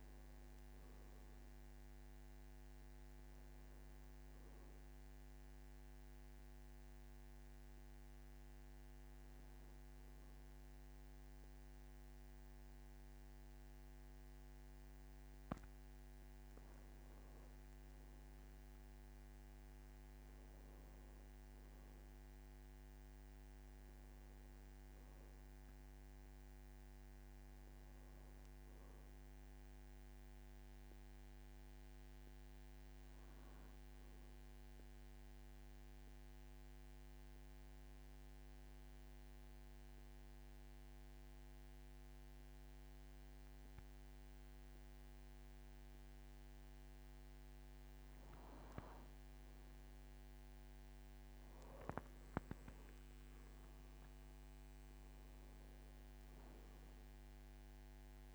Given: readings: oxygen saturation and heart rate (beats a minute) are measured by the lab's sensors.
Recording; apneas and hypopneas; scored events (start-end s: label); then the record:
breathing in sleep, hard to hear, by a microphone on the trachea; 2
0.00-18.50 s: oxygen desaturation (device-marked, oxygen 93% lowest, heart rate 46 extreme)
5.00-16.00 s: obstructive apnea (oxygen 99% before, 92% lowest, heart rate 67 before, 46 extreme, up 13 after)
19.00-23.00 s: arousal
31.00-48.50 s: obstructive apnea (oxygen 98% before, 92% lowest, heart rate 52 before, 46 extreme, up 15 after)
50.50-53.00 s: arousal
52.50-58.35 s: oxygen desaturation (device-marked, oxygen 98% before, 92% lowest, heart rate 49 before, 47 extreme)
From the record:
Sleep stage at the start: N2 (light sleep); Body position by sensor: on the back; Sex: male